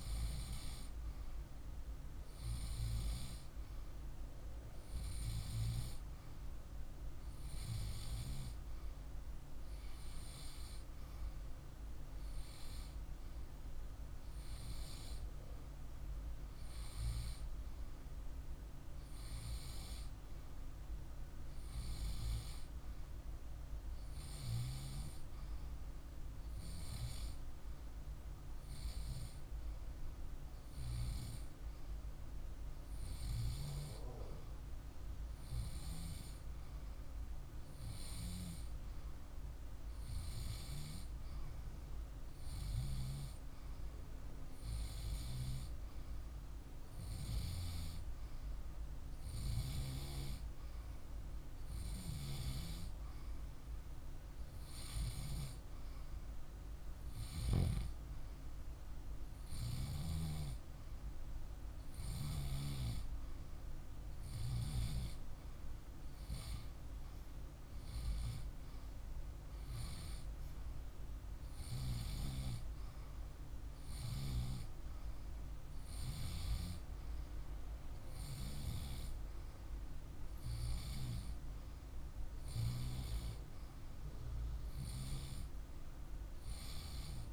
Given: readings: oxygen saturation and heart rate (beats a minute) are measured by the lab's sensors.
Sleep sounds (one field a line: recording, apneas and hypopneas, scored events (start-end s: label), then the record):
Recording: breathing in sleep by a room microphone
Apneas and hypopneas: none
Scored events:
none scored
From the record:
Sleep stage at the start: REM sleep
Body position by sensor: on the left side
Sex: male